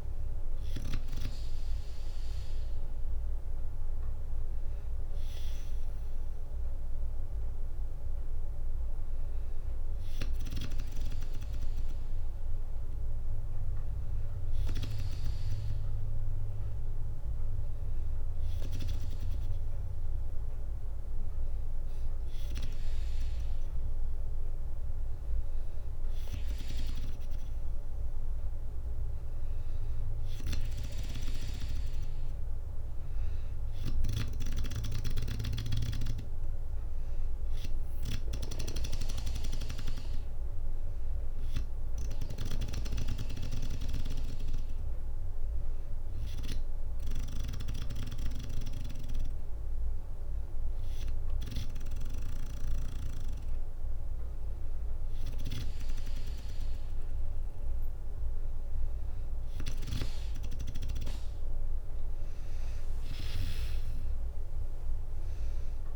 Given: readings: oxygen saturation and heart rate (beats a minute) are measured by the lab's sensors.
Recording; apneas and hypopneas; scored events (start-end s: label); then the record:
breathing in sleep by a room microphone; 1
0.00-2.50 s: oxygen desaturation (device-marked, oxygen 94% lowest, heart rate 60 extreme)
30.50-44.50 s: drop in pulse transit time (device-marked, heart rate 61 before, 60 extreme)
42.50-47.00 s: snoring (device-marked)
45.50-55.50 s: hypopnea (oxygen 97% before, 92% lowest, heart rate 62 before, 60 extreme, up 3 after)
62.50-65.96 s: arousal
64.50-65.96 s: drop in pulse transit time (device-marked, heart rate 61 before, 58 extreme)
From the record:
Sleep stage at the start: N2 (light sleep); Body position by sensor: on the back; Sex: female